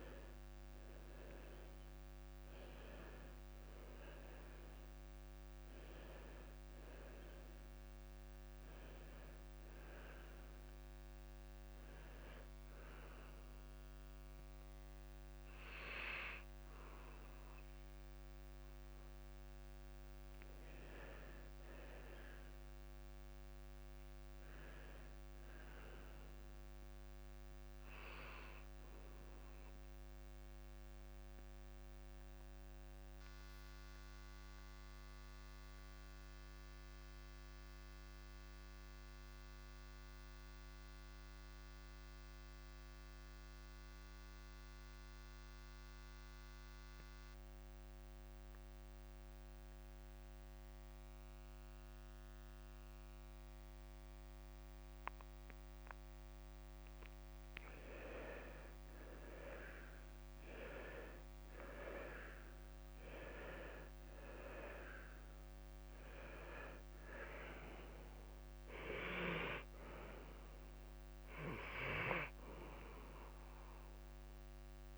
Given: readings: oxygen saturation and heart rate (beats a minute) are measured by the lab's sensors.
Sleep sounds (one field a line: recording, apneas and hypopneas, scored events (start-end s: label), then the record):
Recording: breathing in sleep by a microphone on the trachea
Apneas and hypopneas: 1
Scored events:
0.00-26.00 s: oxygen desaturation (device-marked, oxygen 83% lowest, heart rate 50 extreme)
31.50-57.50 s: mixed apnea (oxygen 98% before, 87% lowest, heart rate 56 before, 50 extreme, up 3 after)
51.00-74.98 s: oxygen desaturation (device-marked, oxygen 98% before, 87% lowest, heart rate 52 before, 51 extreme)
59.50-62.50 s: arousal
From the record:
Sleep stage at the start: N2 (light sleep)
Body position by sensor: on the left side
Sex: male